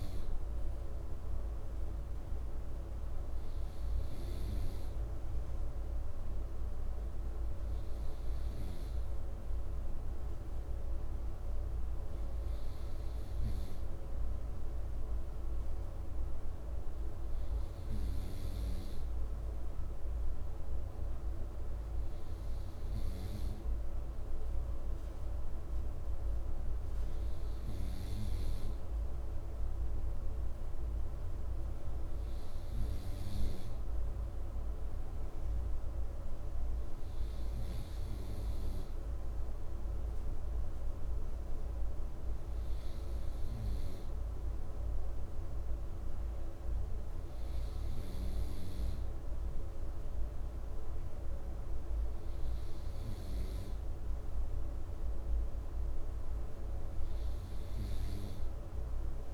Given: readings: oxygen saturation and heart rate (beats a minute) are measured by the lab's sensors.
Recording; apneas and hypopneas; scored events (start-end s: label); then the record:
breathing in sleep, hard to hear, by a room microphone; none
none scored
From the record:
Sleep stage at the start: N2 (light sleep); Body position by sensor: on the right side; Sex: male